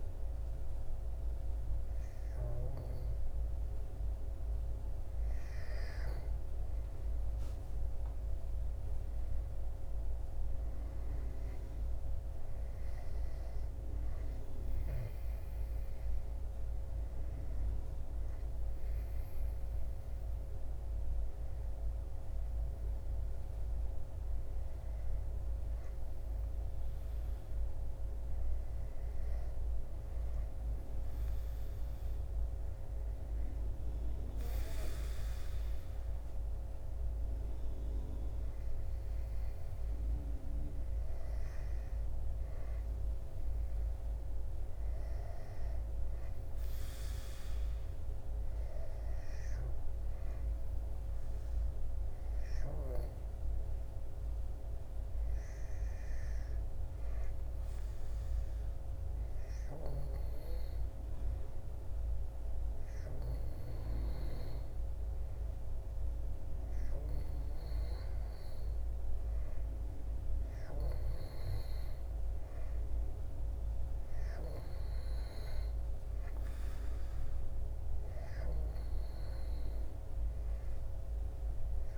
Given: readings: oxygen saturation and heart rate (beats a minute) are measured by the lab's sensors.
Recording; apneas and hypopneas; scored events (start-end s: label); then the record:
breathing in sleep, hard to hear, by a room microphone; none
68.50-81.98 s: oxygen desaturation (device-marked, oxygen 95% before, 92% lowest, heart rate 71 before, 69 extreme)
From the record:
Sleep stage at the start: N2 (light sleep); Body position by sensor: on the back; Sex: male